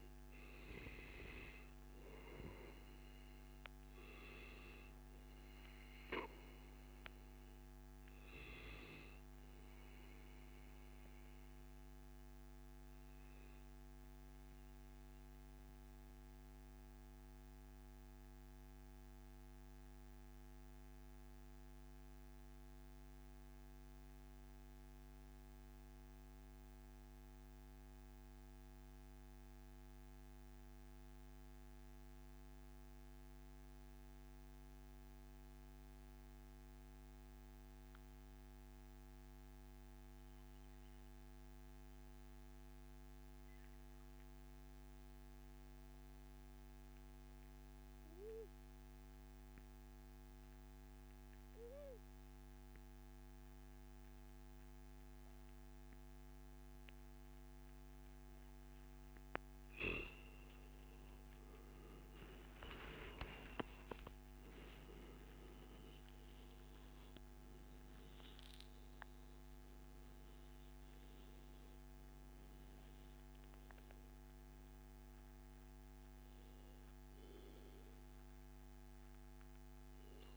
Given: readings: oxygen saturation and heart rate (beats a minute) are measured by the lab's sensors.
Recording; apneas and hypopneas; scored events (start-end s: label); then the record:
breathing in sleep by a microphone on the trachea; 1
0.00-4.00 s: oxygen desaturation (device-marked, oxygen 92% lowest, heart rate 84 extreme)
5.00-7.00 s: long interval between heartbeats (device-marked, heart rate 122 before, 130 extreme)
9.50-11.50 s: long interval between heartbeats (device-marked, heart rate 120 before, 104 extreme)
10.00-57.50 s: mixed apnea (oxygen 97% before, 89% lowest, heart rate 120 before, 90 extreme, up 36 after)
13.00-15.00 s: long interval between heartbeats (device-marked, heart rate 121 before, 96 extreme)
22.00-24.00 s: long interval between heartbeats (device-marked, heart rate 112 before, 99 extreme)
42.50-44.50 s: long interval between heartbeats (device-marked, heart rate 101 before, 106 extreme)
43.00-76.00 s: oxygen desaturation (device-marked, oxygen 98% before, 89% lowest, heart rate 102 before, 94 extreme)
59.00-64.50 s: arousal
From the record:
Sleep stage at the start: REM sleep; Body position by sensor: on the back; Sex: male